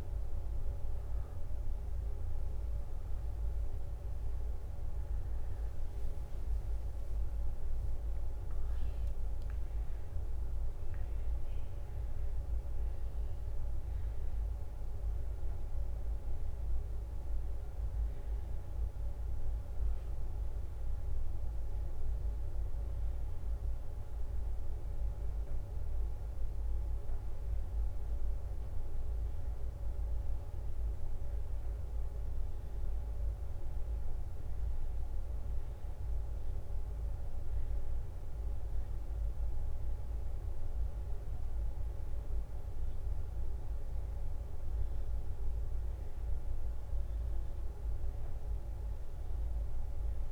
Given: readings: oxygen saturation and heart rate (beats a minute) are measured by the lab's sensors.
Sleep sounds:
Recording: a person awake in a sleep study, hard to hear, by a room microphone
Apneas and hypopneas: none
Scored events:
20.50-25.50 s: leg movement (device-marked)
27.00-33.00 s: leg movement (device-marked)
35.00-41.50 s: leg movement (device-marked)
42.50-48.00 s: leg movement (device-marked)
49.00-50.32 s: leg movement (device-marked)
From the record:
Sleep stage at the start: awake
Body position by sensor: on the back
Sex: female

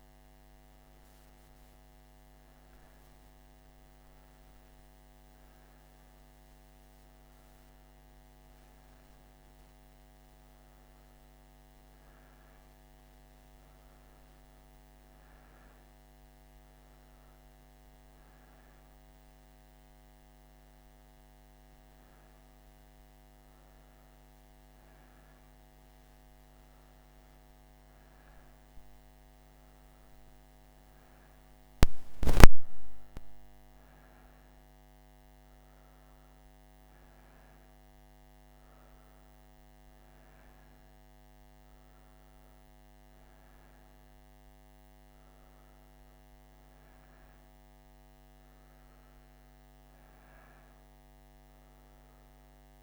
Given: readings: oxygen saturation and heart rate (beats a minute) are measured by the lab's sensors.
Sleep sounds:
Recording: breathing in sleep, hard to hear, by a microphone on the trachea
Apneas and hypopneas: none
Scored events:
none scored
From the record:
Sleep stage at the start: N1 (lightest sleep)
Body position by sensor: on the right side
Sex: female

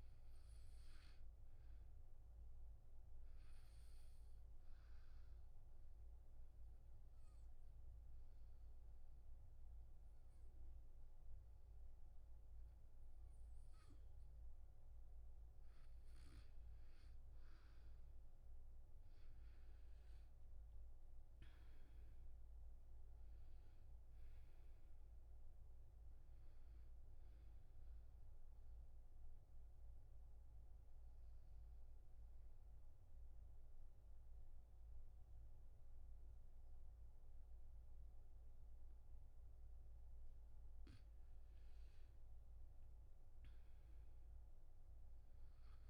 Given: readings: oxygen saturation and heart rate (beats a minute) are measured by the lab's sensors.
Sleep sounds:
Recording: breathing in sleep, hard to hear, by a room microphone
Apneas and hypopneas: 2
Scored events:
0.00-14.50 s: oxygen desaturation (device-marked, oxygen 89% lowest, heart rate 72 extreme)
4.00-15.00 s: obstructive apnea (oxygen 99% before, 87% lowest, heart rate 73 before, 72 extreme, up 5 after)
17.00-19.50 s: arousal
20.50-38.50 s: oxygen desaturation (device-marked, oxygen 95% before, 87% lowest, heart rate 75 before, 72 extreme)
28.50-39.00 s: obstructive apnea (oxygen 98% before, 87% lowest, heart rate 78 before, 72 extreme, up 9 after)
43.00-45.50 s: arousal
From the record:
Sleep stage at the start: N2 (light sleep)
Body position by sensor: on the back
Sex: male

